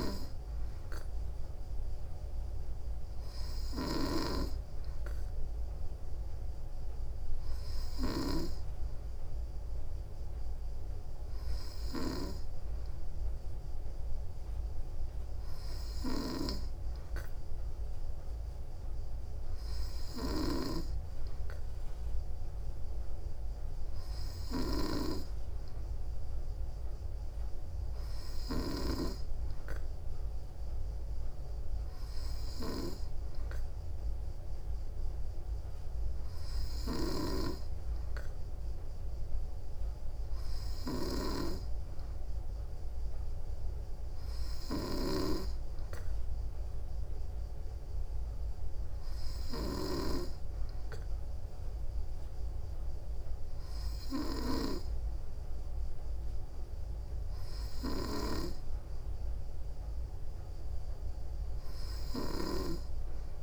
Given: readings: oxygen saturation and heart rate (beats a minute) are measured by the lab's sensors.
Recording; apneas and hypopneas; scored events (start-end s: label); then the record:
breathing in sleep by a room microphone; none
0.00-8.50 s: snoring (device-marked)
16.00-29.00 s: snoring (device-marked)
37.00-50.00 s: snoring (device-marked)
From the record:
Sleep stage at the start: N2 (light sleep); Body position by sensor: on the back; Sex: female